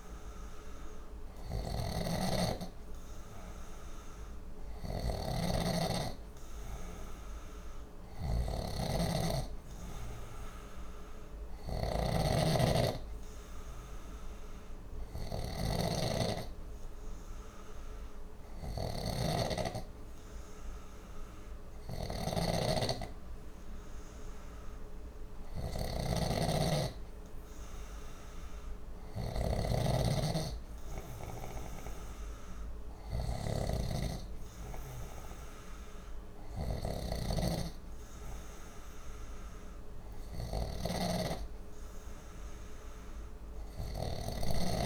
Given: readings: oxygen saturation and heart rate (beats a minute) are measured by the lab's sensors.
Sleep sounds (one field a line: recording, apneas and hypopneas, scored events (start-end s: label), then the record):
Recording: breathing in sleep by a room microphone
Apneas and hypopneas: none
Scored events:
0.00-44.86 s: snoring (device-marked)
From the record:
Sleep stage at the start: N2 (light sleep)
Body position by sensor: on the left side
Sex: male